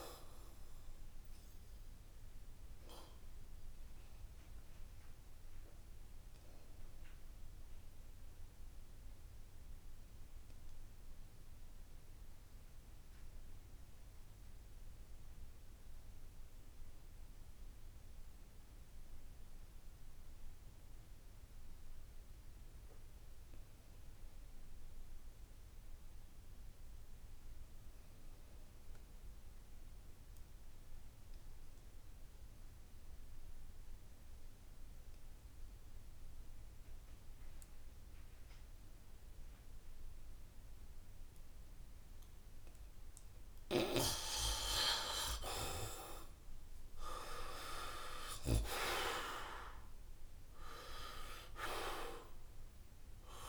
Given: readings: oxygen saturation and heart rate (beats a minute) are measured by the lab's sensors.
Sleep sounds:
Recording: breathing in sleep by a room microphone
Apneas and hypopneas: 1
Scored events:
0.00-1.00 s: arousal
0.00-20.00 s: oxygen desaturation (device-marked, oxygen 76% lowest, heart rate 66 extreme)
4.50-43.00 s: obstructive apnea (oxygen 96% before, 74% lowest, heart rate 73 before, 66 extreme, up 11 after)
20.00-22.00 s: long interval between heartbeats (device-marked, heart rate 72 before, 68 extreme)
24.00-26.00 s: long interval between heartbeats (device-marked, heart rate 70 before, 70 extreme)
28.00-53.49 s: oxygen desaturation (device-marked, oxygen 97% before, 74% lowest, heart rate 69 before, 66 extreme)
28.50-30.50 s: long interval between heartbeats (device-marked, heart rate 69 before, 70 extreme)
31.00-33.00 s: long interval between heartbeats (device-marked, heart rate 69 before, 71 extreme)
33.50-35.50 s: long interval between heartbeats (device-marked, heart rate 69 before, 69 extreme)
48.50-52.00 s: arousal
From the record:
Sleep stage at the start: N2 (light sleep)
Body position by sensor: on the back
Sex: male

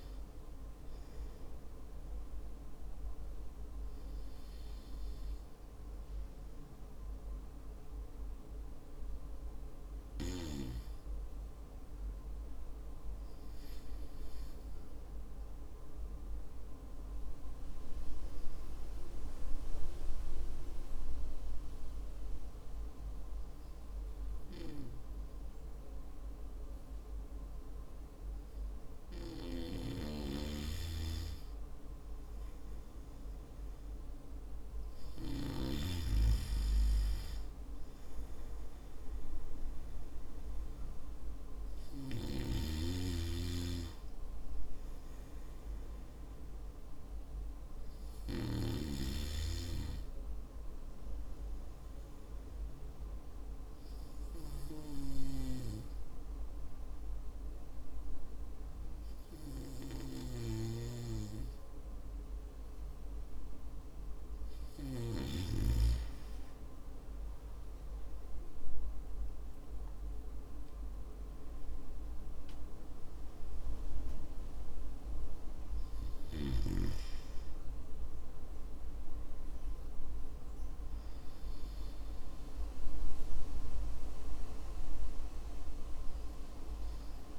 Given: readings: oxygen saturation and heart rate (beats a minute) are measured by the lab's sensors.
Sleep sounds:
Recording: breathing in sleep by a room microphone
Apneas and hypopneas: 2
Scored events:
8.50-32.00 s: hypopnea (oxygen 96% before, 92% lowest, heart rate 57 before, 49 extreme, up 7 after)
34.50-38.00 s: arousal
52.50-64.00 s: hypopnea (oxygen 96% before, 94% lowest, heart rate 55 before, 50 extreme, up 16 after)
68.50-71.50 s: arousal
From the record:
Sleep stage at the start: N2 (light sleep)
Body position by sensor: on the back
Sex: male

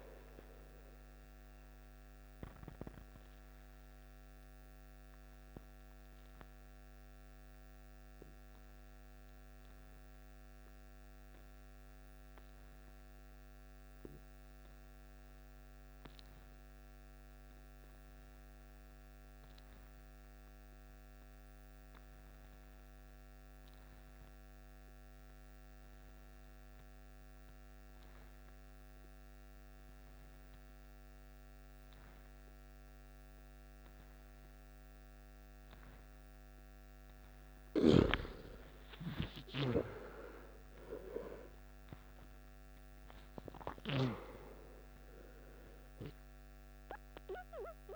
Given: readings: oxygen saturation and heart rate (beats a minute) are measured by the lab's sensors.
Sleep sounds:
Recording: breathing in sleep by a microphone on the trachea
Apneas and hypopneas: 1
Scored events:
0.00-15.50 s: oxygen desaturation (device-marked, oxygen 89% lowest, heart rate 53 extreme)
4.00-36.50 s: obstructive apnea (oxygen 97% before, 89% lowest, heart rate 65 before, 53 extreme, up 11 after)
29.50-47.96 s: oxygen desaturation (device-marked, oxygen 98% before, 90% lowest, heart rate 54 before, 52 extreme)
39.00-43.50 s: arousal
From the record:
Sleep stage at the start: N2 (light sleep)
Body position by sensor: on the back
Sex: male

